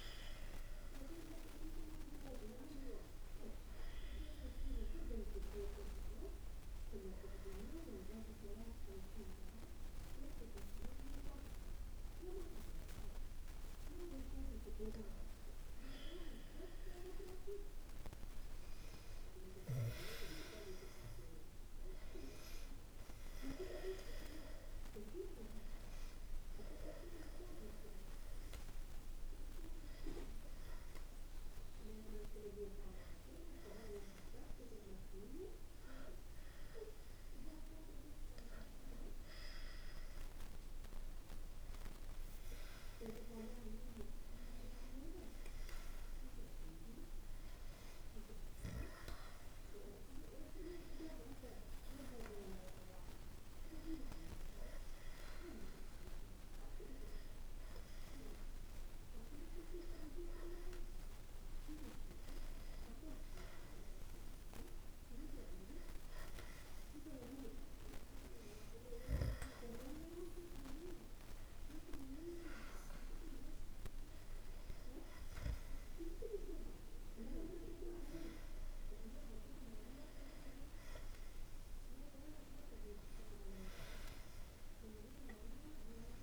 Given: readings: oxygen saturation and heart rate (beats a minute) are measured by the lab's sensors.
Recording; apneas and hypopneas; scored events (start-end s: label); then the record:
breathing in sleep by a room microphone; 2
6.50-17.50 s: obstructive apnea (oxygen 95% before, 92% lowest, heart rate 66 before, 56 extreme)
19.50-24.50 s: arousal
27.50-40.00 s: hypopnea (oxygen 97% before, 94% lowest, heart rate 60 before, 59 extreme, up 0 after)
43.00-47.00 s: arousal
From the record:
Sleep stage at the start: N2 (light sleep); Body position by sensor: on the back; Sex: male